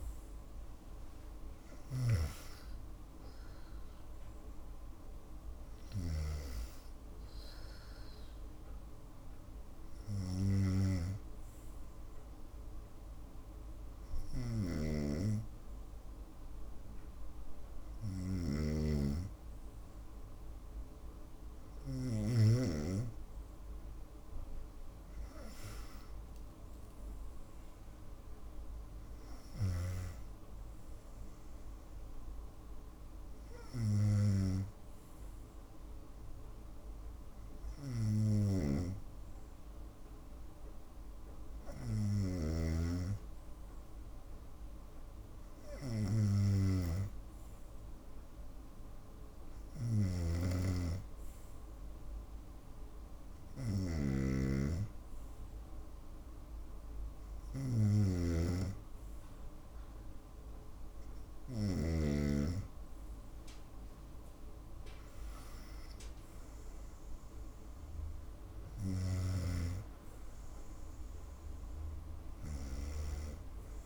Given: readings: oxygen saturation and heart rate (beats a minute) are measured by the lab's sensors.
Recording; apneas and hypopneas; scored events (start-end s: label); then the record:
breathing in sleep by a room microphone; none
57.50-61.50 s: snoring (device-marked)
From the record:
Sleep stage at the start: N2 (light sleep); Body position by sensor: on the right side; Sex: female